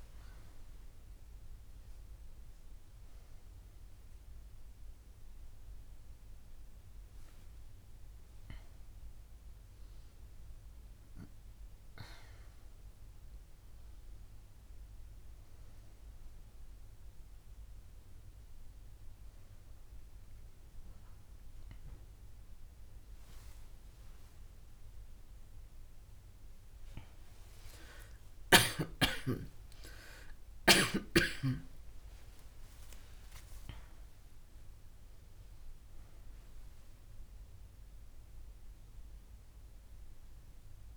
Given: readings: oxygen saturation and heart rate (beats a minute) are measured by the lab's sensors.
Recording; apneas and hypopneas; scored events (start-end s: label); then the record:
a person awake in a sleep study, by a room microphone; none
15.00-30.00 s: oxygen desaturation (device-marked, oxygen 99% before, 95% lowest)
18.00-21.00 s: tachycardia (device-marked)
21.00-23.00 s: long interval between heartbeats (device-marked)
29.50-31.50 s: long interval between heartbeats (device-marked)
37.00-40.97 s: oxygen desaturation (device-marked, oxygen 96% before, 93% lowest)
From the record:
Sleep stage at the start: awake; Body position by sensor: on the right side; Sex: female